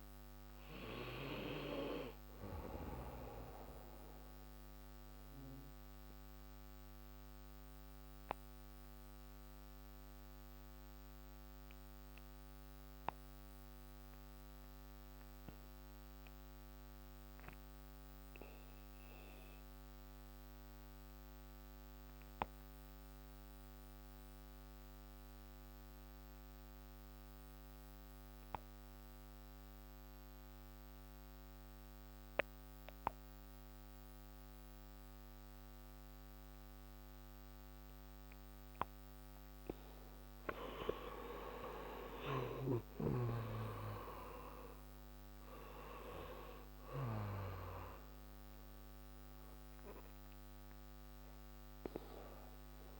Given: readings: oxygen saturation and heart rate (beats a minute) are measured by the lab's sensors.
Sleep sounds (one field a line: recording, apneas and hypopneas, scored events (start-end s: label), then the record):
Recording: breathing in sleep by a microphone on the trachea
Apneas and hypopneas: 1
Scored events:
0.00-17.00 s: oxygen desaturation (device-marked, oxygen 85% lowest)
2.50-40.00 s: obstructive apnea (oxygen 97% before, 85% lowest)
31.00-53.00 s: oxygen desaturation (device-marked, oxygen 99% before, 87% lowest)
42.50-46.50 s: arousal
From the record:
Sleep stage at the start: N2 (light sleep)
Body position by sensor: on the back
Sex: male